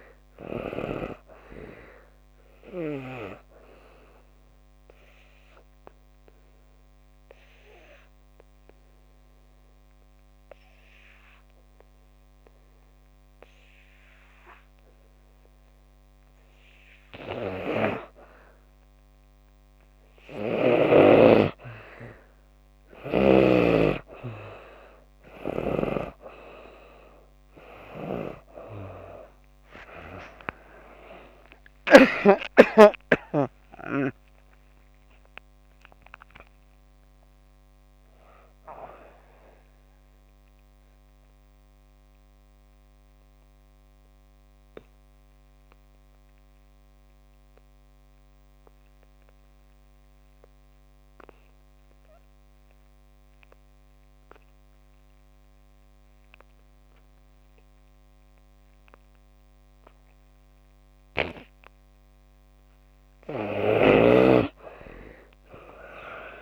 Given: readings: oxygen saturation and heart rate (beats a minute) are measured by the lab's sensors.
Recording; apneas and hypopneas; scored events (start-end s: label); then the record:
breathing in sleep by a microphone on the trachea; 2
0.00-22.00 s: oxygen desaturation (device-marked, oxygen 75% lowest)
4.00-18.00 s: obstructive apnea (oxygen 94% before, 75% lowest)
24.00-58.00 s: oxygen desaturation (device-marked, oxygen 93% before, 76% lowest)
29.50-33.50 s: arousal
39.00-62.00 s: obstructive apnea (oxygen 93% before, 71% lowest)
63.00-66.42 s: oxygen desaturation (device-marked, oxygen 98% before, 71% lowest)
From the record:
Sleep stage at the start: N2 (light sleep); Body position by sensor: on the back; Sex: female